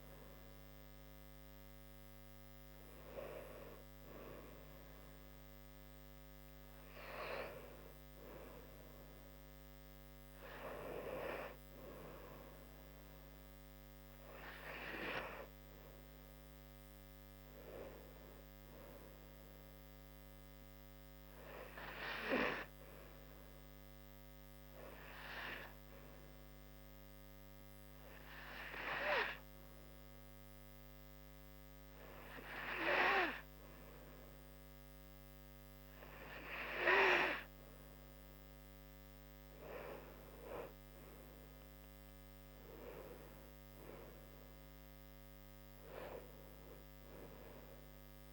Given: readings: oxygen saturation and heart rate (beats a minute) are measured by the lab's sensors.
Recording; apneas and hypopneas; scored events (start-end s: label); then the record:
breathing in sleep by a microphone on the trachea; 1
25.50-38.00 s: obstructive apnea (oxygen 97% before, 91% lowest, heart rate 74 before, 71 extreme, up 4 after)
40.00-48.33 s: oxygen desaturation (device-marked, oxygen 95% before, 91% lowest, heart rate 74 before, 71 extreme)
40.50-44.50 s: arousal
From the record:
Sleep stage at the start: N2 (light sleep); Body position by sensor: on the back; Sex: female